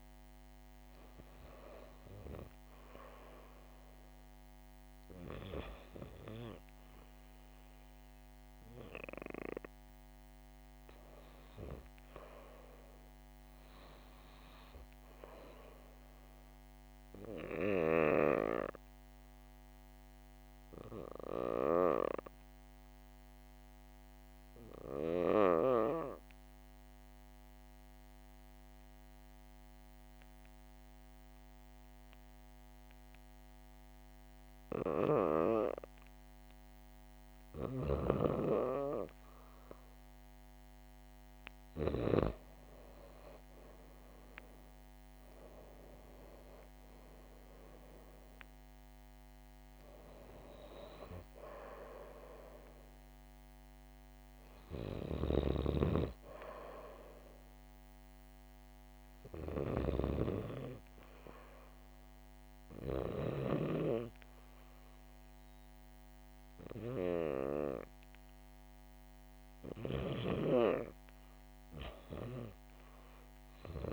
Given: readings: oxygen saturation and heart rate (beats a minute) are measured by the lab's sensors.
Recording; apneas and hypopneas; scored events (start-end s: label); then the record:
breathing in sleep by a microphone on the trachea; 1
13.00-17.00 s: arousal
24.00-38.00 s: obstructive apnea (oxygen 100% before, 90% lowest, heart rate 69 before, 67 extreme, up 5 after)
32.50-66.50 s: oxygen desaturation (device-marked, oxygen 99% before, 90% lowest, heart rate 69 before, 67 extreme)
43.00-47.00 s: arousal
72.50-73.93 s: new sleep stage, REM sleep
From the record:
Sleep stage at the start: N2 (light sleep); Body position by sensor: on the back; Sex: female